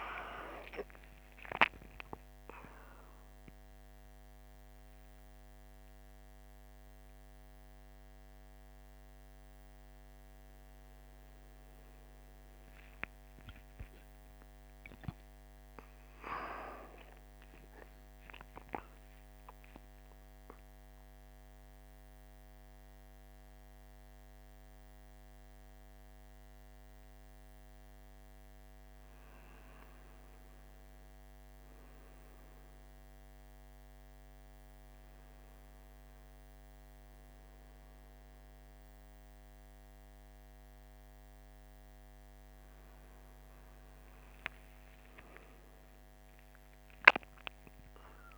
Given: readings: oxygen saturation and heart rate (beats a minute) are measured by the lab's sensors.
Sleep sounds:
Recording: a person partly awake in a sleep study, by a microphone on the trachea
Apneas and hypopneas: 1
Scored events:
7.00-48.38 s: new sleep stage, N1 (lightest sleep)
16.00-27.50 s: central apnea (oxygen 96% before, 96% lowest, heart rate 52 before, 46 extreme, up 2 after)
30.00-34.50 s: arousal
46.50-48.38 s: arousal
From the record:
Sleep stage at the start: awake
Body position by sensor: on the right side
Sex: male

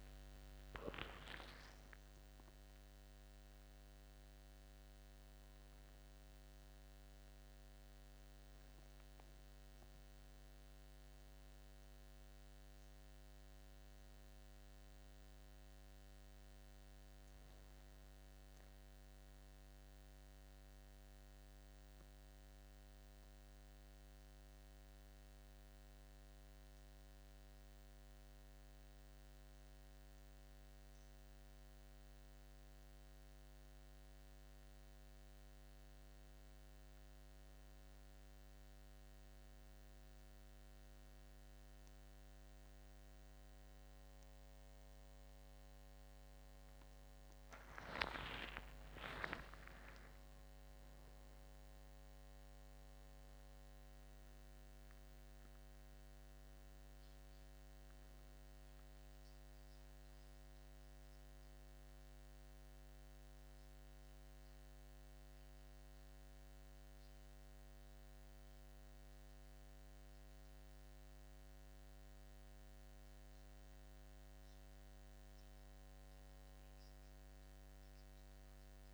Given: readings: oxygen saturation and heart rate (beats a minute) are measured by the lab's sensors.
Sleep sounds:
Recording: a person partly awake in a sleep study, hard to hear, by a microphone on the trachea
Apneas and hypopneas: 2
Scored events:
17.50-77.50 s: new sleep stage, N2 (light sleep)
24.50-36.00 s: hypopnea (oxygen 99% before, 94% lowest, heart rate 77 before, 73 extreme, up 4 after)
38.00-41.00 s: arousal
45.50-62.50 s: oxygen desaturation (device-marked, oxygen 97% before, 94% lowest, heart rate 75 before, 69 extreme)
49.00-53.00 s: arousal
63.00-73.50 s: hypopnea (oxygen 98% before, 94% lowest, heart rate 80 before, 69 extreme, up 8 after)
77.50-78.94 s: new sleep stage, awake
From the record:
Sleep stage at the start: awake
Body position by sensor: on the back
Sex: male

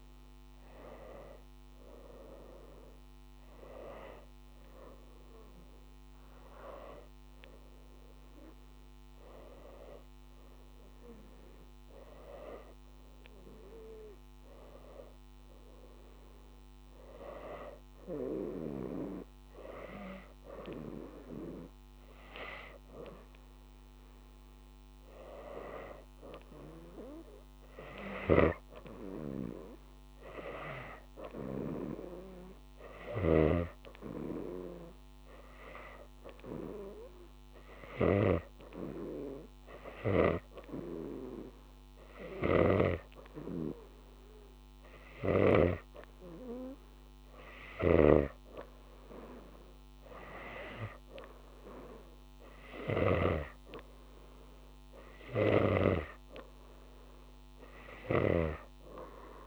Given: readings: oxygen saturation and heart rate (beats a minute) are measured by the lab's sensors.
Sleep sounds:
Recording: breathing in sleep by a microphone on the trachea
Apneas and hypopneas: none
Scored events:
33.00-59.46 s: snoring (device-marked)
From the record:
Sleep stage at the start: N2 (light sleep)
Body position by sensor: on the right side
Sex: female

